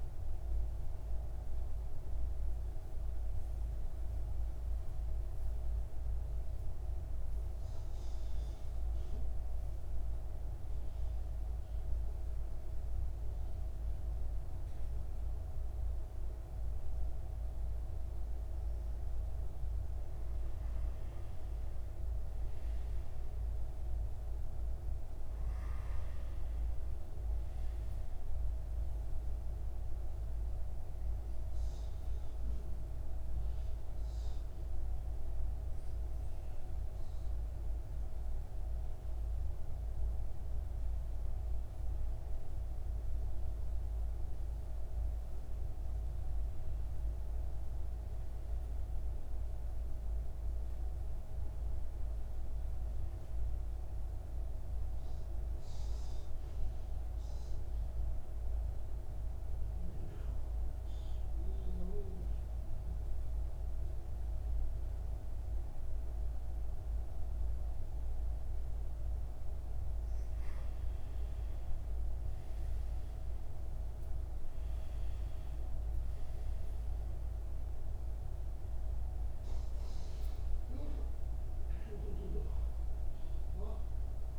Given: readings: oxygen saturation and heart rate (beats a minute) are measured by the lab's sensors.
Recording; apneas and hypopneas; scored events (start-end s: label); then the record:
breathing in sleep, hard to hear, by a room microphone; 3
5.00-18.50 s: central apnea (oxygen 97% before, 89% lowest, heart rate 62 before, 58 extreme, up 5 after)
14.50-17.50 s: oxygen desaturation (device-marked, oxygen 97% before, 94% lowest, heart rate 61 before, 59 extreme)
19.50-23.00 s: arousal
23.50-37.50 s: oxygen desaturation (device-marked, oxygen 96% before, 89% lowest, heart rate 60 before, 55 extreme)
28.00-39.50 s: obstructive apnea (oxygen 97% before, 89% lowest, heart rate 60 before, 54 extreme, up 4 after)
43.00-46.50 s: arousal
53.50-70.00 s: central apnea (oxygen 97% before, 89% lowest, heart rate 62 before, 54 extreme, up 13 after)
72.00-76.00 s: arousal
74.50-84.39 s: oxygen desaturation (device-marked, oxygen 97% before, 89% lowest, heart rate 58 before, 54 extreme)
79.50-84.39 s: new sleep stage, N2 (light sleep)
From the record:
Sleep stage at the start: N1 (lightest sleep); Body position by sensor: on the back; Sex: male